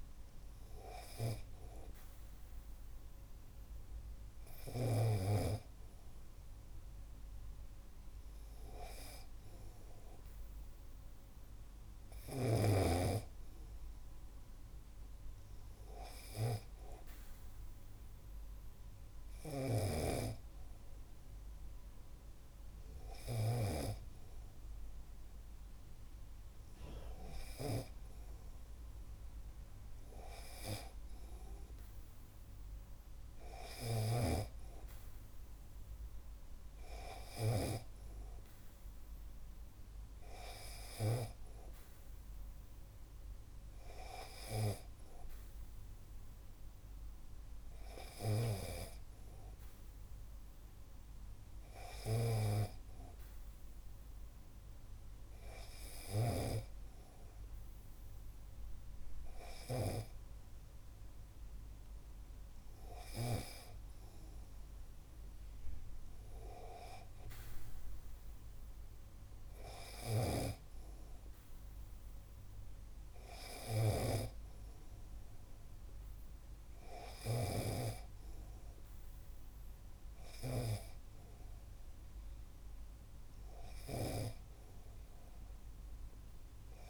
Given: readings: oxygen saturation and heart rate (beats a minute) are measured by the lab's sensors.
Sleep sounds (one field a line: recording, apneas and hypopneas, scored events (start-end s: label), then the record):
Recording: breathing in sleep by a room microphone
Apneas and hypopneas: none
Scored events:
19.50-24.00 s: snoring (device-marked)
56.00-60.00 s: snoring (device-marked)
From the record:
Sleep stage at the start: N2 (light sleep)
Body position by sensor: on the back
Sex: male